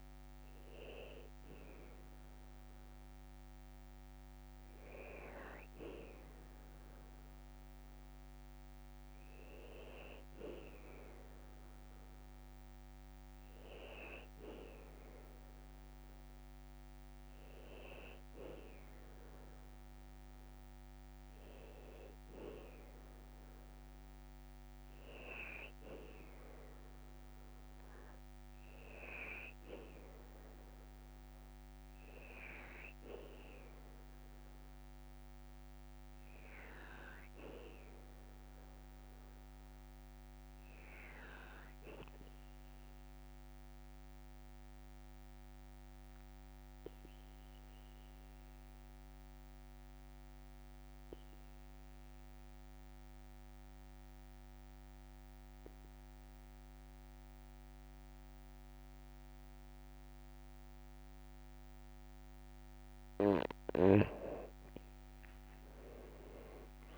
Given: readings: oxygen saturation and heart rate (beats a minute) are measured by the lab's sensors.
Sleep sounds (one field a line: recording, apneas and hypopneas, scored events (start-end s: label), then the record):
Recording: breathing in sleep by a microphone on the trachea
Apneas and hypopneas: 1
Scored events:
1.50-5.50 s: arousal
45.00-62.50 s: obstructive apnea (oxygen 97% before, 91% lowest, heart rate 59 before, 56 extreme)
64.50-66.98 s: tachycardia (device-marked, heart rate 58 before, 137 extreme)
From the record:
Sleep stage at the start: N2 (light sleep)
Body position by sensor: on the back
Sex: male